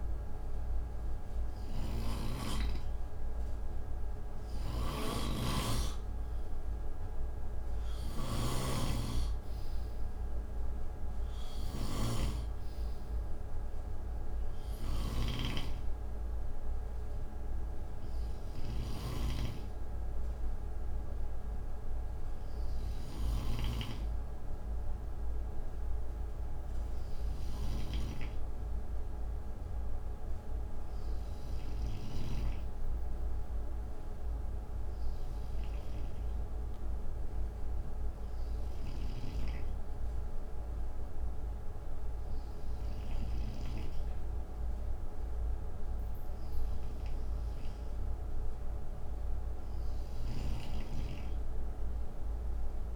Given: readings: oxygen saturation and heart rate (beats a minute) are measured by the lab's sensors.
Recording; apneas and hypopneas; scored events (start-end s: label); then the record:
breathing in sleep by a room microphone; none
0.00-31.50 s: snoring (device-marked)
38.50-43.00 s: snoring (device-marked)
From the record:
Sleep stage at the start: N2 (light sleep); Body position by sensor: on the right side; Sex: male